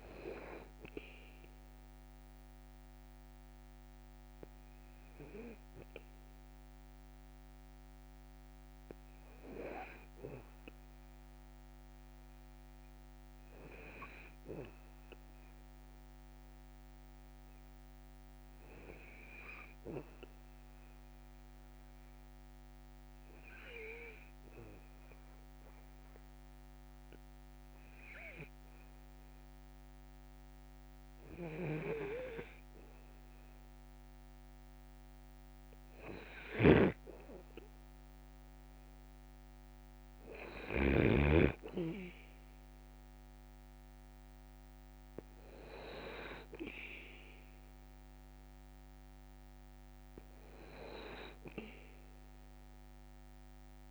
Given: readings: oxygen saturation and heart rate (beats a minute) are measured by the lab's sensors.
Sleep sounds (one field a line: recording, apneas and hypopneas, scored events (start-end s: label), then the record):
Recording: breathing in sleep by a microphone on the trachea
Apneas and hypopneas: 1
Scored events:
21.50-37.50 s: hypopnea (oxygen 97% before, 93% lowest, heart rate 53 before, 55 extreme, up 1 after)
36.50-41.50 s: snoring (device-marked)
39.00-42.00 s: arousal
From the record:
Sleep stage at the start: N2 (light sleep)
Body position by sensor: on the back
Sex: male